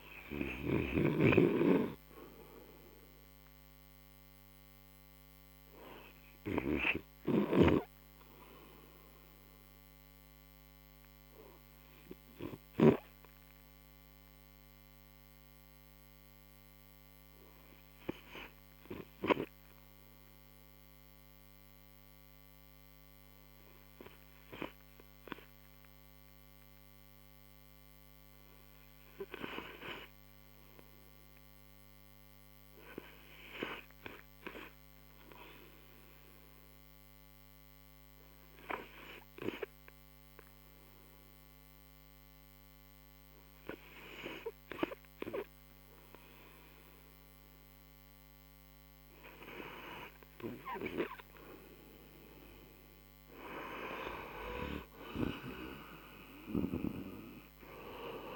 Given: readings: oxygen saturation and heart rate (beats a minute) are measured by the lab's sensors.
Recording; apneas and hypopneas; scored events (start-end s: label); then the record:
breathing in sleep by a microphone on the trachea; 1
0.00-2.50 s: oxygen desaturation (device-marked, oxygen 90% lowest)
9.00-26.00 s: obstructive apnea (oxygen 97% before, 91% lowest)
27.50-31.50 s: arousal
44.50-58.36 s: oxygen desaturation (device-marked, oxygen 96% before, 91% lowest)
From the record:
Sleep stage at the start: N2 (light sleep); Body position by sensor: on the right side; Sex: male